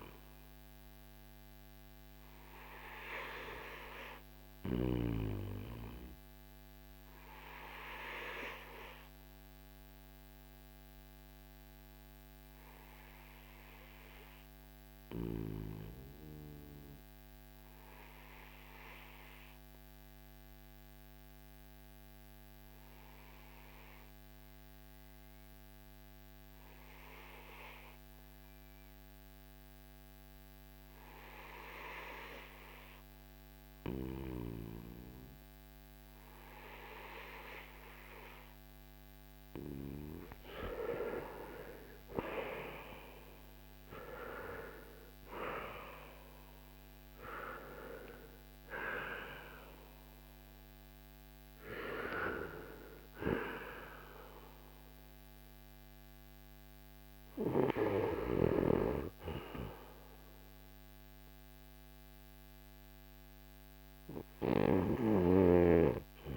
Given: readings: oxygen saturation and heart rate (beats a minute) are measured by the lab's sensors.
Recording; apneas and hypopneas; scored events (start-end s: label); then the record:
breathing in sleep by a microphone on the trachea; 1
0.00-28.50 s: oxygen desaturation (device-marked, oxygen 86% lowest, heart rate 45 extreme)
7.50-39.00 s: obstructive apnea (oxygen 94% before, 83% lowest, heart rate 59 before, 45 extreme, up 12 after)
40.00-44.50 s: arousal
From the record:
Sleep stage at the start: REM sleep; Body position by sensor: on the back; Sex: male